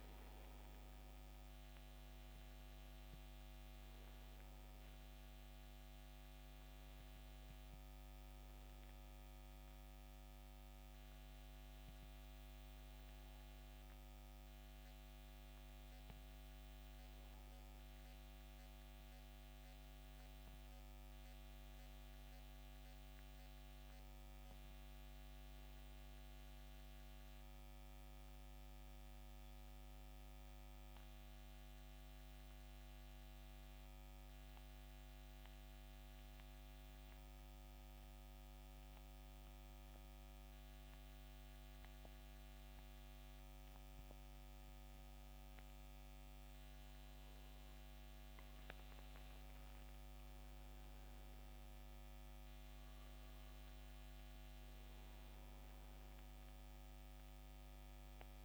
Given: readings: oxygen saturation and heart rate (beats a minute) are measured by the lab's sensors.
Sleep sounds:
breathing in sleep, hard to hear, by a microphone on the trachea; 1
0.00-26.50 s: oxygen desaturation (device-marked, oxygen 87% lowest, heart rate 63 extreme)
24.50-29.50 s: arousal
33.00-46.00 s: central apnea (oxygen 97% before, 89% lowest, heart rate 71 before, 63 extreme, up 14 after)
46.50-58.45 s: oxygen desaturation (device-marked, oxygen 96% before, 89% lowest, heart rate 67 before, 66 extreme)
48.00-51.50 s: arousal
From the record:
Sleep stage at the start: N2 (light sleep); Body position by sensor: on the back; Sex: male

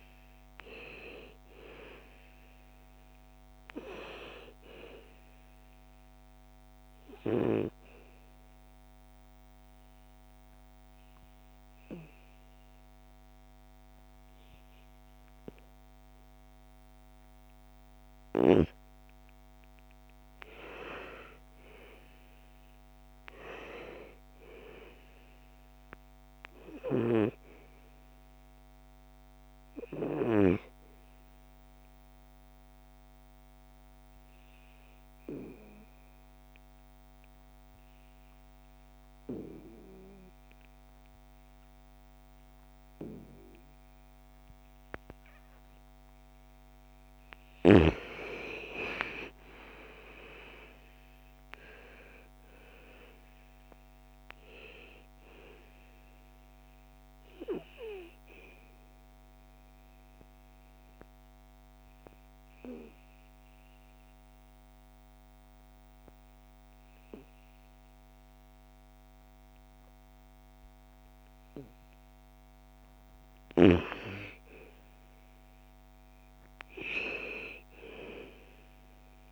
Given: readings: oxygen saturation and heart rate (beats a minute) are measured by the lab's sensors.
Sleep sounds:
breathing in sleep by a microphone on the trachea; 3
0.00-15.00 s: oxygen desaturation (device-marked, oxygen 85% lowest, heart rate 55 extreme)
6.00-18.00 s: obstructive apnea (oxygen 96% before, 85% lowest, heart rate 62 before, 54 extreme, up 9 after)
18.50-23.00 s: arousal
26.00-39.00 s: oxygen desaturation (device-marked, oxygen 98% before, 93% lowest, heart rate 59 before, 54 extreme)
31.00-46.00 s: obstructive apnea (oxygen 98% before, 87% lowest, heart rate 60 before, 54 extreme, up 15 after)
47.00-51.00 s: arousal
50.00-74.00 s: oxygen desaturation (device-marked, oxygen 98% before, 87% lowest, heart rate 57 before, 55 extreme)
58.00-71.50 s: obstructive apnea (oxygen 98% before, 87% lowest, heart rate 60 before, 55 extreme, up 7 after)
73.00-76.00 s: arousal
From the record:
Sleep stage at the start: N2 (light sleep); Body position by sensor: on the back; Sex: female

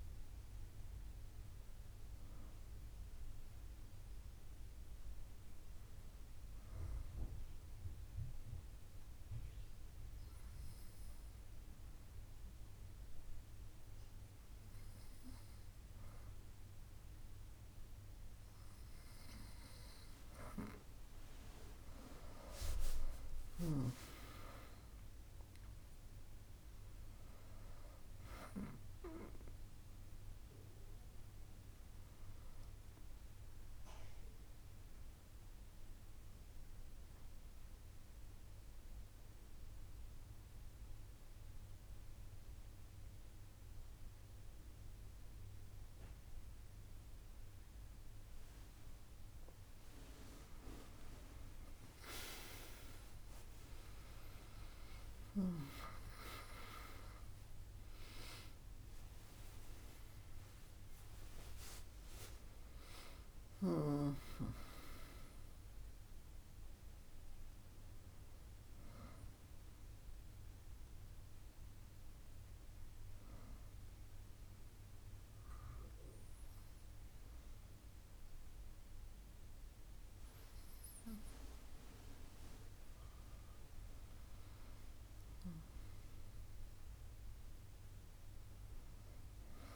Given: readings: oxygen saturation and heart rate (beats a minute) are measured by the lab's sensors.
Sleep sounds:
breathing in sleep by a room microphone; 3
1.50-20.00 s: hypopnea (oxygen 98% before, 94% lowest, heart rate 76 before, 64 extreme, up 8 after)
22.00-26.00 s: arousal
26.00-49.00 s: oxygen desaturation (device-marked, oxygen 98% before, 94% lowest, heart rate 71 before, 64 extreme)
34.50-50.00 s: obstructive apnea (oxygen 98% before, 94% lowest, heart rate 73 before, 67 extreme, up 40 after)
53.50-60.00 s: arousal
72.00-83.00 s: obstructive apnea (oxygen 98% before, 96% lowest, heart rate 89 before, 66 extreme, up 9 after)
84.00-87.50 s: arousal
From the record:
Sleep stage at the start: N2 (light sleep); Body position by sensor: on the back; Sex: female

